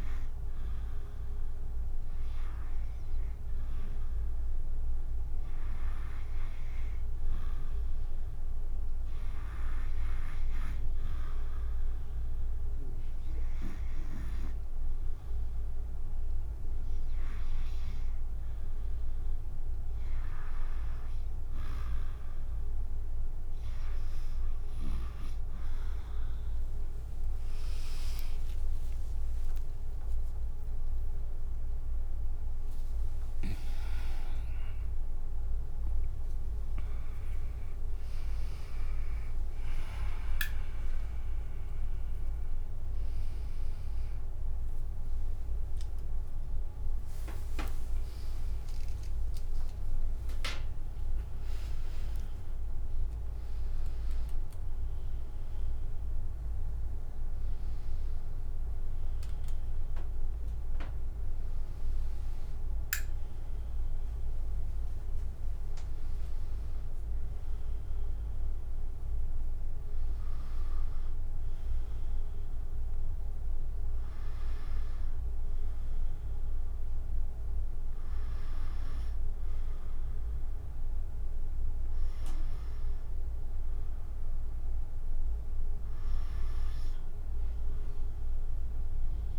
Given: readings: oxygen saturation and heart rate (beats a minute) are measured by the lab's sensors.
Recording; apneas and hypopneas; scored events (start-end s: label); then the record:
a person awake in a sleep study, by a room microphone; 1
10.50-21.00 s: obstructive apnea (oxygen 95% before, 92% lowest, heart rate 74 before, 71 extreme, up 21 after)
20.00-80.00 s: new sleep stage, awake
26.00-36.00 s: tachycardia (device-marked, heart rate 73 before, 159 extreme)
30.00-46.00 s: drop in pulse transit time (device-marked, heart rate 75 before, 69 extreme)
45.00-50.00 s: tachycardia (device-marked, heart rate 74 before, 108 extreme)
80.00-89.39 s: new sleep stage, N2 (light sleep)
From the record:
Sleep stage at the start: REM sleep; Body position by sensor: on the back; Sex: female